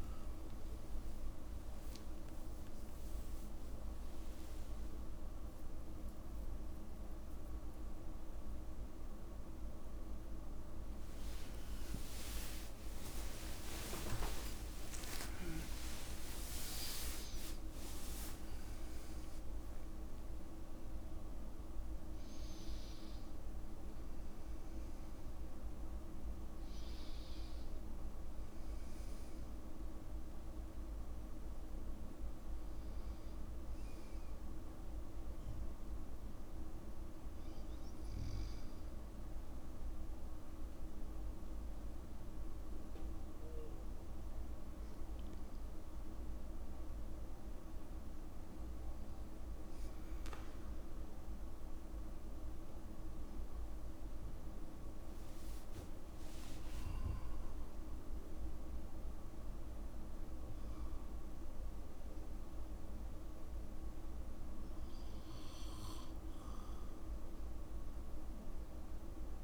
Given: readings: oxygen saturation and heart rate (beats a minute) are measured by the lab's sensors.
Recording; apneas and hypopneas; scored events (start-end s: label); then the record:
a person partly awake in a sleep study, hard to hear, by a room microphone; none
4.50-6.50 s: long interval between heartbeats (device-marked, heart rate 65 before, 87 extreme)
9.50-18.50 s: tachycardia (device-marked, heart rate 62 before, 163 extreme)
11.50-69.44 s: new sleep stage, N1 (lightest sleep)
13.00-15.00 s: long interval between heartbeats (device-marked, heart rate 74 before, 106 extreme)
15.50-17.50 s: long interval between heartbeats (device-marked, heart rate 84 before, 154 extreme)
54.50-58.50 s: arousal
56.00-58.00 s: long interval between heartbeats (device-marked, heart rate 60 before, 71 extreme)
From the record:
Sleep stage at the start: awake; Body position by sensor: on the back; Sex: male